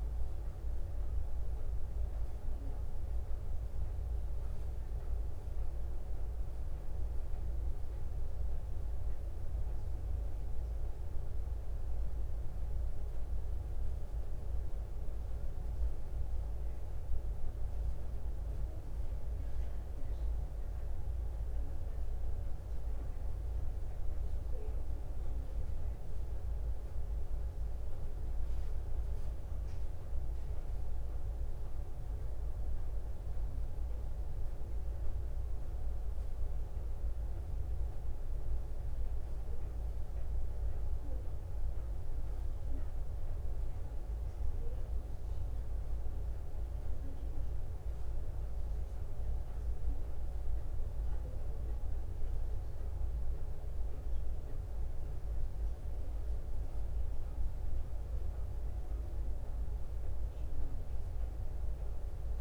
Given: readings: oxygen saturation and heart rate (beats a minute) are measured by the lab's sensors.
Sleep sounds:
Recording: breathing in sleep, hard to hear, by a room microphone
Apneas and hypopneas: none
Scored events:
none scored
From the record:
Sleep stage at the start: N2 (light sleep)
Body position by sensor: on the back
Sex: female

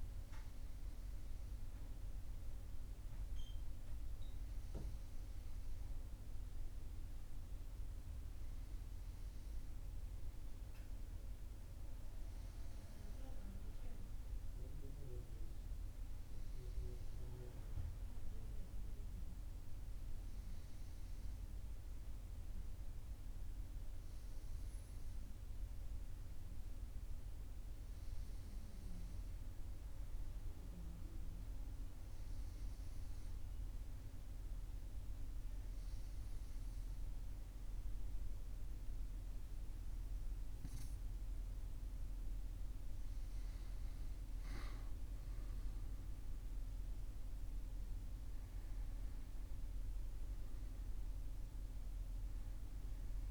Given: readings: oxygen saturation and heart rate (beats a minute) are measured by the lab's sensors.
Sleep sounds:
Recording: breathing in sleep, hard to hear, by a room microphone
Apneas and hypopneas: none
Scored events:
44.50-48.50 s: arousal
From the record:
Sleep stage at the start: N2 (light sleep)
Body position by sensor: on the right side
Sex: male

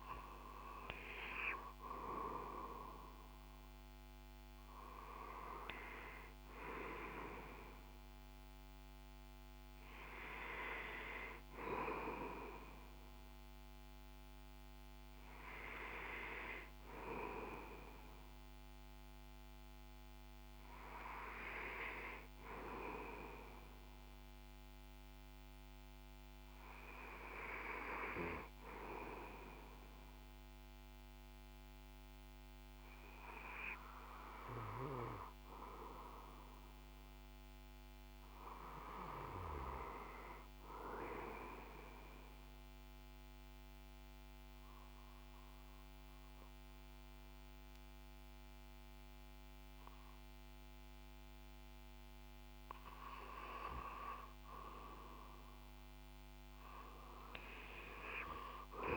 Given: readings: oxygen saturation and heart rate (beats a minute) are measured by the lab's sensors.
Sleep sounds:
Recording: breathing in sleep by a microphone on the trachea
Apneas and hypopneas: 1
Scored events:
41.00-52.50 s: mixed apnea (oxygen 99% before, 94% lowest, heart rate 60 before, 58 extreme, up 7 after)
From the record:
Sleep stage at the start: REM sleep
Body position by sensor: on the back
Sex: male

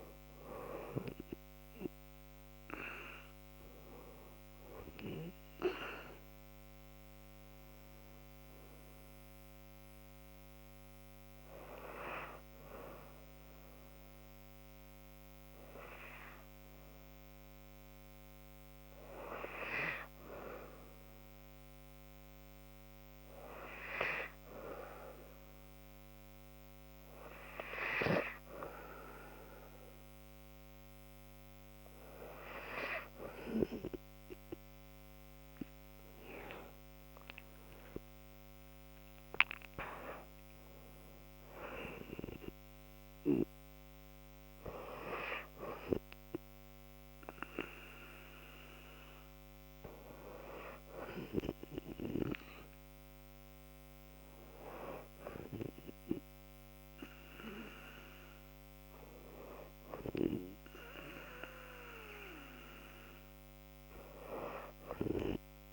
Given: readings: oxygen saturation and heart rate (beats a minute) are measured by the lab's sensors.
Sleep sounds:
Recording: breathing in sleep by a microphone on the trachea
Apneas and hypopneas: 1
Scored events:
11.00-27.50 s: hypopnea (oxygen 94% before, 93% lowest, heart rate 82 before, 66 extreme, up 2 after)
36.00-39.50 s: arousal
From the record:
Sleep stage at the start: N2 (light sleep)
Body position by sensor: on the back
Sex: female

